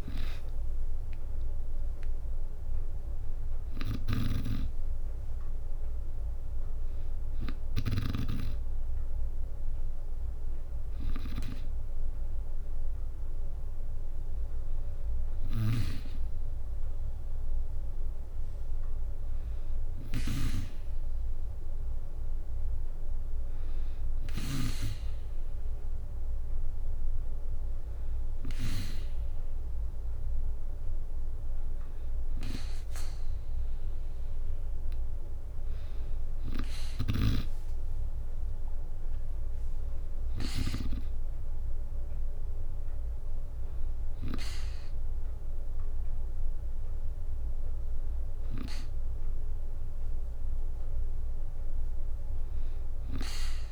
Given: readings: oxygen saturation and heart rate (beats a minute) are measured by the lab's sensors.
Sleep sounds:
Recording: breathing in sleep by a room microphone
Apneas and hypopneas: none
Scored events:
0.00-10.00 s: drop in pulse transit time (device-marked, heart rate 65 extreme)
3.00-7.50 s: snoring (device-marked)
15.00-24.00 s: snoring (device-marked)
37.00-46.00 s: drop in pulse transit time (device-marked, heart rate 63 before, 65 extreme)
From the record:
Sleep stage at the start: N2 (light sleep)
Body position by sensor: on the back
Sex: female

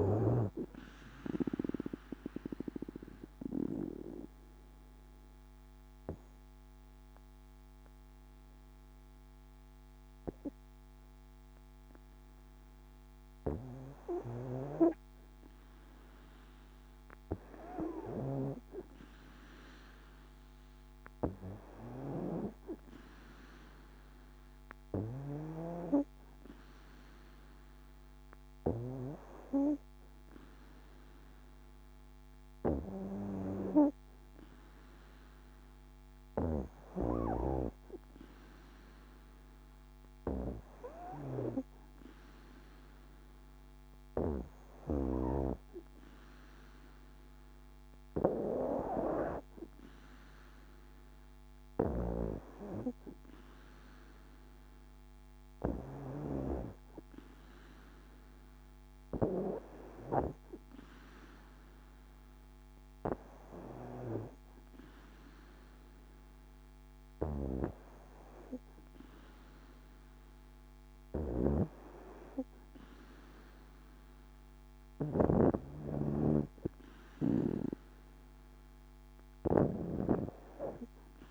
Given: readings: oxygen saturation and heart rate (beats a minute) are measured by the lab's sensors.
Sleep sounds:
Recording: breathing in sleep by a microphone on the trachea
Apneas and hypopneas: 1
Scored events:
2.00-13.50 s: obstructive apnea (oxygen 95% before, 93% lowest, heart rate 65 before, 60 extreme, up 43 after)
16.50-20.00 s: arousal
33.50-41.50 s: oxygen desaturation (device-marked, oxygen 97% before, 93% lowest, heart rate 85 before, 61 extreme)
70.50-79.50 s: snoring (device-marked)
From the record:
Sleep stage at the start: N2 (light sleep)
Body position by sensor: on the back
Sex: female

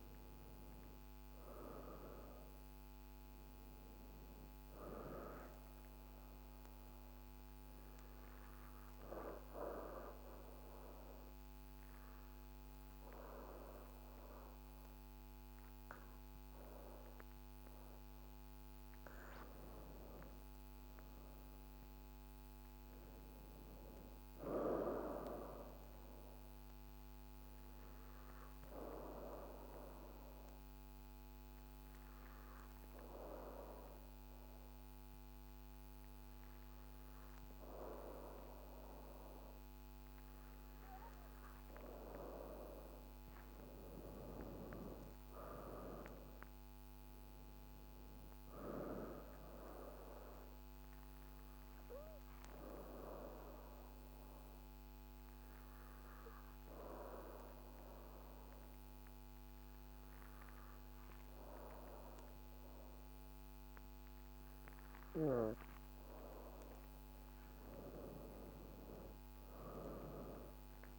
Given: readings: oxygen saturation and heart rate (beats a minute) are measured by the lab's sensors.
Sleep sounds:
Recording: breathing in sleep by a microphone on the trachea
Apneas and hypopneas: 3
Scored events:
0.00-1.00 s: arousal
0.00-18.50 s: oxygen desaturation (device-marked, oxygen 85% lowest, heart rate 52 extreme)
6.00-18.50 s: obstructive apnea (oxygen 97% before, 85% lowest, heart rate 54 before, 52 extreme, up 4 after)
22.00-26.00 s: arousal
28.50-42.00 s: obstructive apnea (oxygen 99% before, 88% lowest, heart rate 54 before, 50 extreme, up 4 after)
42.50-66.50 s: oxygen desaturation (device-marked, oxygen 96% before, 88% lowest, heart rate 54 before, 50 extreme)
44.00-47.50 s: arousal
50.50-65.00 s: obstructive apnea (oxygen 99% before, 86% lowest, heart rate 54 before, 50 extreme, up 6 after)
68.50-70.99 s: arousal
From the record:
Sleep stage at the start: N2 (light sleep)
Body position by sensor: on the back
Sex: female

